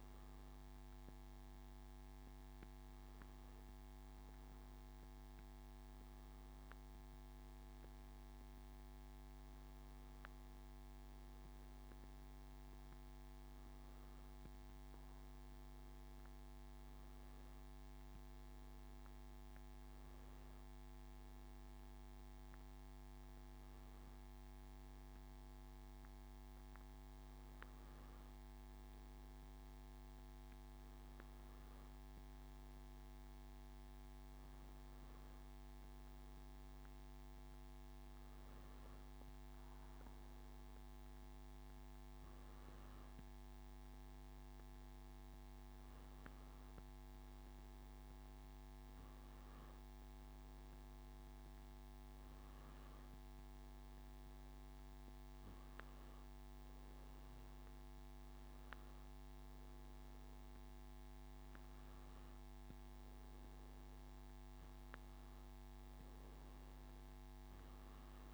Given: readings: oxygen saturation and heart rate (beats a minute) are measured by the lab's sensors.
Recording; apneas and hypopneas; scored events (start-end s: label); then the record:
breathing in sleep, hard to hear, by a microphone on the trachea; none
32.00-68.34 s: new sleep stage, N2 (light sleep)
From the record:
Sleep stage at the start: N1 (lightest sleep); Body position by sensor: on the back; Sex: male